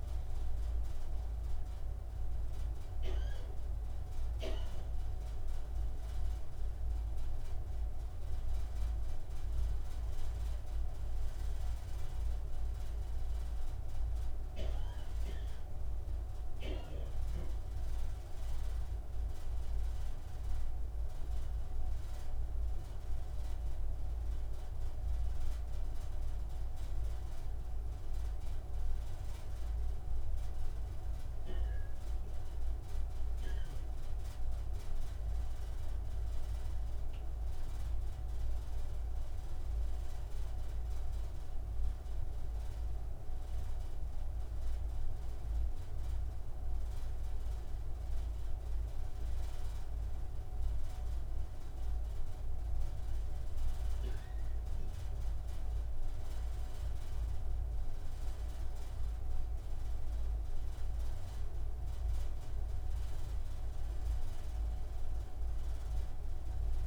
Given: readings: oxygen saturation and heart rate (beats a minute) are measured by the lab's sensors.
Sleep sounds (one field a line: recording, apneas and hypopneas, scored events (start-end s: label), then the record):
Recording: breathing in sleep, hard to hear, by a room microphone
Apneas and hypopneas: none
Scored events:
none scored
From the record:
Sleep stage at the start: N2 (light sleep)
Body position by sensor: on the right side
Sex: male